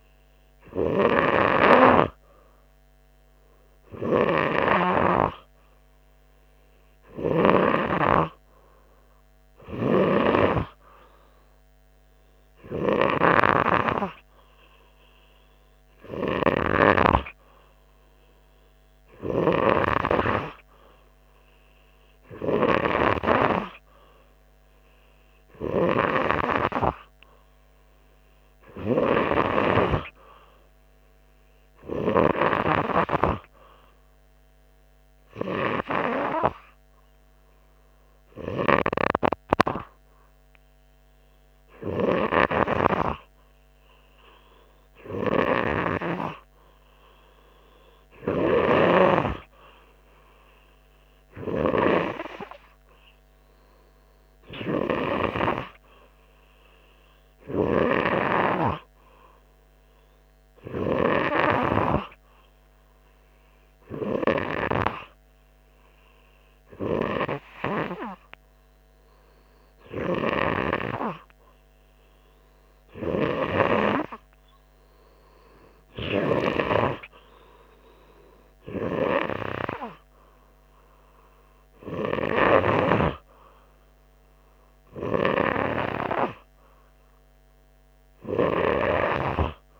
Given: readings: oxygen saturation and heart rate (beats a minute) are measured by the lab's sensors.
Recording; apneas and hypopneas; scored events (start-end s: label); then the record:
breathing in sleep by a microphone on the trachea; none
none scored
From the record:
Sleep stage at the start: N2 (light sleep); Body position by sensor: on the front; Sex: male